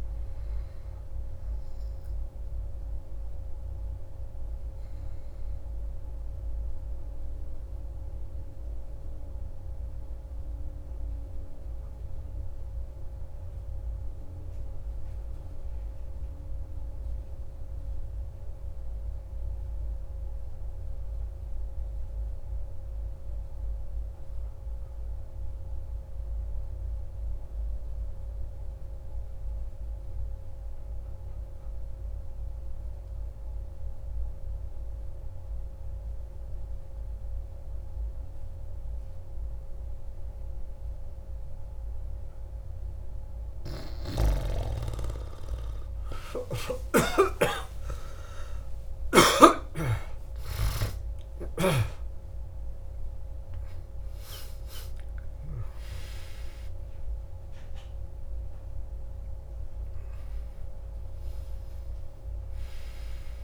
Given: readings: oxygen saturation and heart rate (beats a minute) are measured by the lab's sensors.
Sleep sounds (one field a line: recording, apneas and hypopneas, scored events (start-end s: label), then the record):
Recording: breathing in sleep by a room microphone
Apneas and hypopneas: 1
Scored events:
0.00-16.50 s: oxygen desaturation (device-marked, oxygen 93% lowest)
6.50-42.50 s: obstructive apnea (oxygen 98% before, 87% lowest)
33.50-63.44 s: oxygen desaturation (device-marked, oxygen 96% before, 87% lowest)
46.50-52.00 s: arousal
From the record:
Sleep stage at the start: N2 (light sleep)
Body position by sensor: on the back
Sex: male